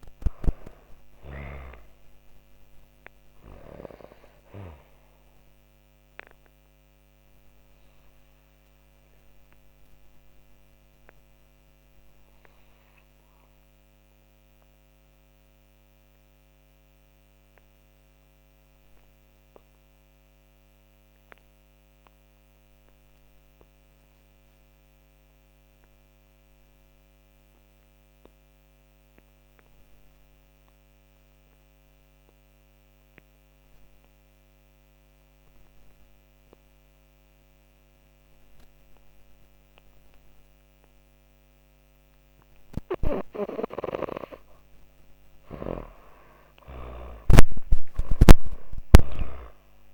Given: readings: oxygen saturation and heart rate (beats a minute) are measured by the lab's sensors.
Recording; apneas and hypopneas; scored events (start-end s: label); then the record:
breathing in sleep by a microphone on the trachea; 1
0.00-19.50 s: oxygen desaturation (device-marked, oxygen 79% lowest)
4.50-41.00 s: obstructive apnea (oxygen 99% before, 78% lowest)
37.50-49.94 s: oxygen desaturation (device-marked, oxygen 98% before, 78% lowest)
43.00-48.50 s: arousal
44.00-48.00 s: snoring (device-marked)
From the record:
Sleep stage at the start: N2 (light sleep); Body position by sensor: on the back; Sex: female